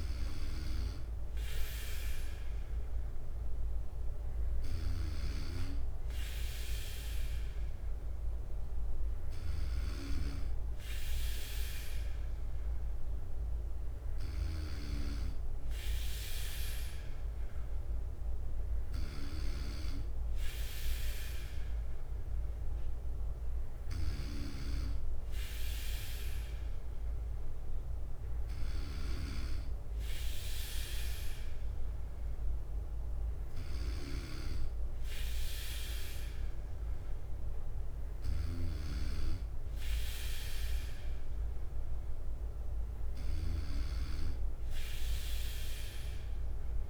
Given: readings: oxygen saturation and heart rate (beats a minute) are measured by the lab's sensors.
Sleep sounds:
breathing in sleep by a room microphone; none
none scored
From the record:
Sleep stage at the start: N3 (deep sleep); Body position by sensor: on the right side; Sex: male

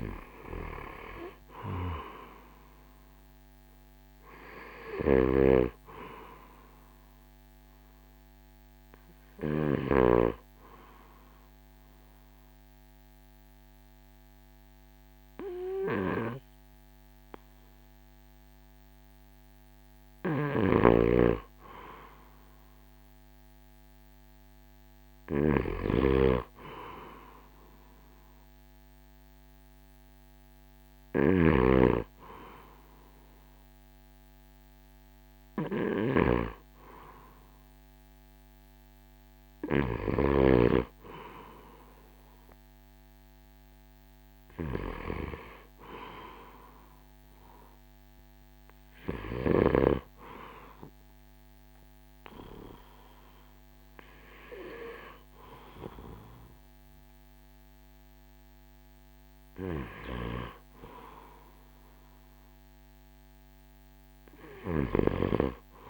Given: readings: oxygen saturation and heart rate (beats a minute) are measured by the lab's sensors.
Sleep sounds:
breathing in sleep by a microphone on the trachea; 1
2.50-24.50 s: oxygen desaturation (device-marked, oxygen 96% before, 91% lowest, heart rate 57 before, 56 extreme)
5.00-10.00 s: snoring (device-marked)
10.00-21.00 s: obstructive apnea (oxygen 96% before, 91% lowest, heart rate 58 before, 56 extreme, up 1 after)
20.00-31.50 s: snoring (device-marked)
25.50-30.00 s: arousal
32.50-43.50 s: oxygen desaturation (device-marked, oxygen 97% before, 92% lowest, heart rate 57 before, 58 extreme)
From the record:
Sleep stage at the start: N2 (light sleep); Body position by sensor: on the right side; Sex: male

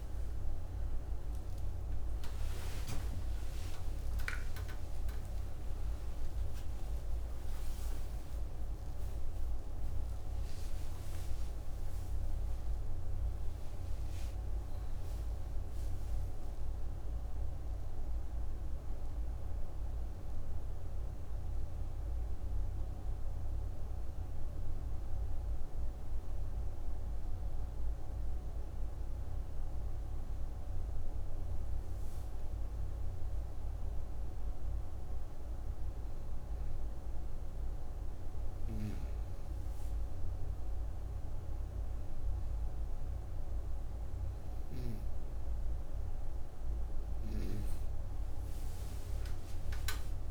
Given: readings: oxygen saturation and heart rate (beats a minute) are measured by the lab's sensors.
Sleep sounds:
a person partly awake in a sleep study, hard to hear, by a room microphone; 1
0.00-13.00 s: oxygen desaturation (device-marked, oxygen 91% lowest, heart rate 61 extreme)
14.00-50.31 s: new sleep stage, N2 (light sleep)
20.50-32.50 s: obstructive apnea (oxygen 96% before, 91% lowest, heart rate 87 before, 61 extreme, up 7 after)
25.00-34.00 s: oxygen desaturation (device-marked, oxygen 94% before, 91% lowest, heart rate 80 before, 61 extreme)
34.00-38.00 s: arousal
49.00-50.31 s: arousal
From the record:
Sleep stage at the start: awake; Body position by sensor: on the right side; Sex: female

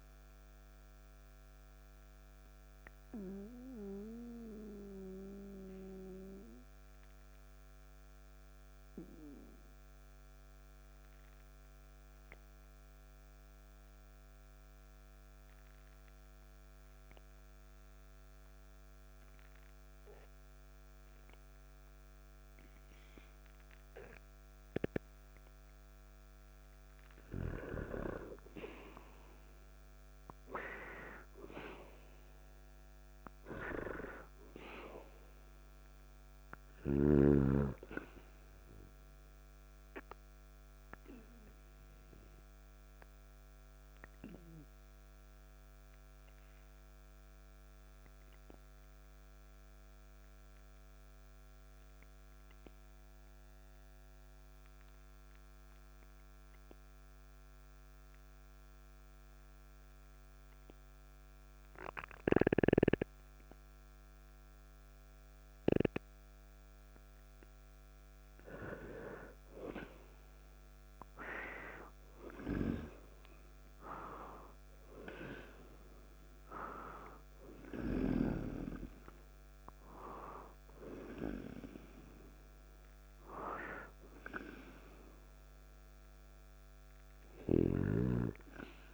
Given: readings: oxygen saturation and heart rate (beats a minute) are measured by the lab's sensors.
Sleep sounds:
breathing in sleep by a microphone on the trachea; 2
2.00-24.00 s: obstructive apnea (oxygen 98% before, 91% lowest, heart rate 59 before, 51 extreme, up 1 after)
9.00-21.00 s: oxygen desaturation (device-marked, oxygen 96% before, 91% lowest, heart rate 58 before, 51 extreme)
27.00-31.50 s: arousal
41.00-68.00 s: obstructive apnea (oxygen 99% before, 89% lowest, heart rate 52 before, 50 extreme, up 3 after)
49.00-66.00 s: oxygen desaturation (device-marked, oxygen 96% before, 91% lowest, heart rate 54 before, 50 extreme)
70.00-74.00 s: arousal
From the record:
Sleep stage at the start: N2 (light sleep); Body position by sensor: on the back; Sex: male

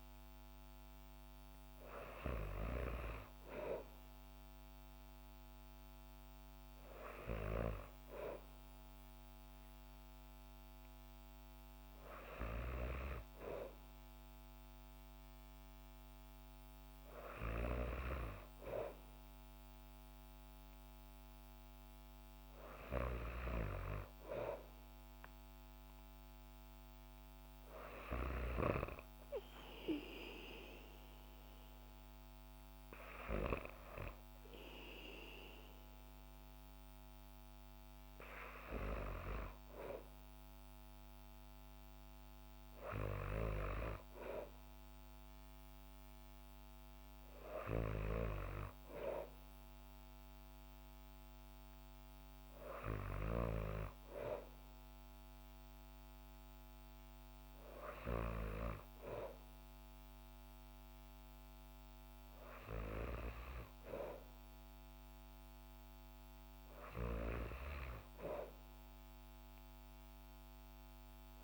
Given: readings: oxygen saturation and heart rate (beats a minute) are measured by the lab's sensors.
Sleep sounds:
breathing in sleep by a microphone on the trachea; none
none scored
From the record:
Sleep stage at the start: N2 (light sleep); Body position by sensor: on the back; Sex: female

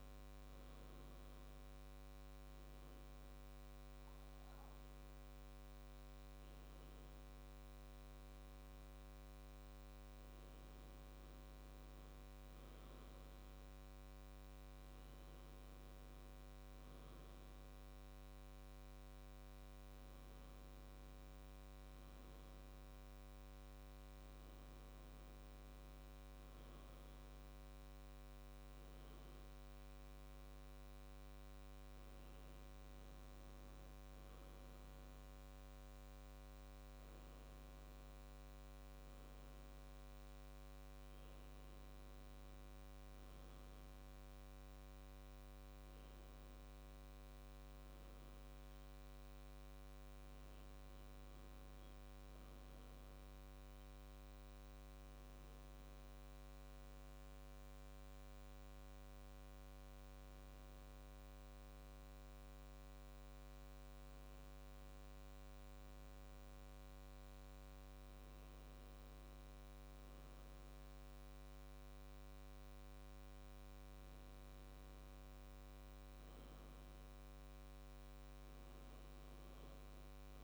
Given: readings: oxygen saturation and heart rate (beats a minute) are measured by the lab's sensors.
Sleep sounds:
breathing in sleep, hard to hear, by a microphone on the trachea; none
none scored
From the record:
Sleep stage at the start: N2 (light sleep); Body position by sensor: on the back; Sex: male

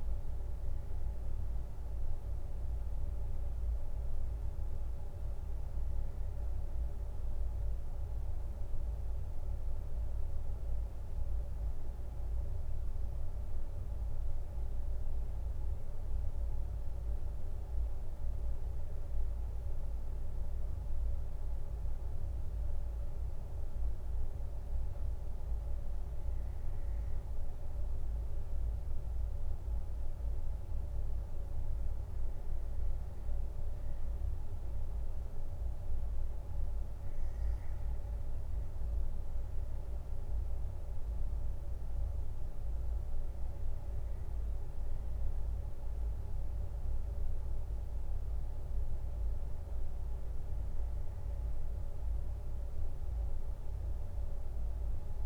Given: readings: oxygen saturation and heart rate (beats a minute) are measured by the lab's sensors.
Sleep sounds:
breathing in sleep, hard to hear, by a room microphone; none
none scored
From the record:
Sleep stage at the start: N2 (light sleep); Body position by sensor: on the left side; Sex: male

